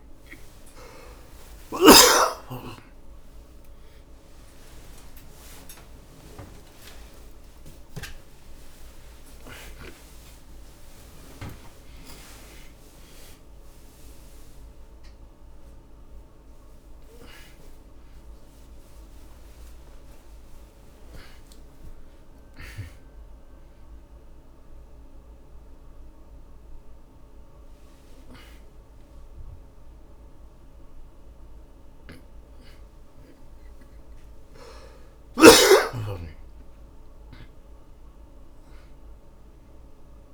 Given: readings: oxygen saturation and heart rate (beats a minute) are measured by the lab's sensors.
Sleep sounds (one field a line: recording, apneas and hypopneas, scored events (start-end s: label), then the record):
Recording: a person awake in a sleep study, by a room microphone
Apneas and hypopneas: none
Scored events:
0.00-4.00 s: oxygen desaturation (device-marked, oxygen 82% lowest)
38.00-40.34 s: oxygen desaturation (device-marked, oxygen 97% before, 88% lowest)
From the record:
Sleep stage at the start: awake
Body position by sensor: on the back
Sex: male